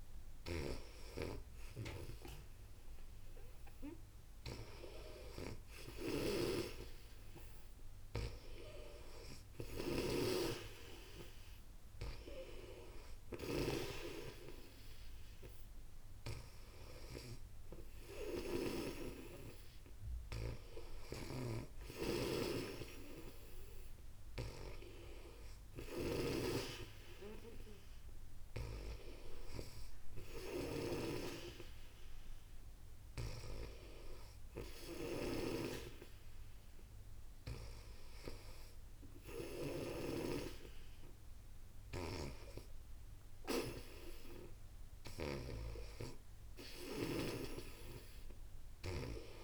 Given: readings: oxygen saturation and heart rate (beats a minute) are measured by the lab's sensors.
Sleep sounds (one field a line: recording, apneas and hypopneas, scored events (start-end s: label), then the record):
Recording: breathing in sleep by a room microphone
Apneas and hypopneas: none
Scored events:
0.00-49.43 s: snoring (device-marked)
42.00-46.50 s: arousal
From the record:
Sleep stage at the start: N2 (light sleep)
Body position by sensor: on the back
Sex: female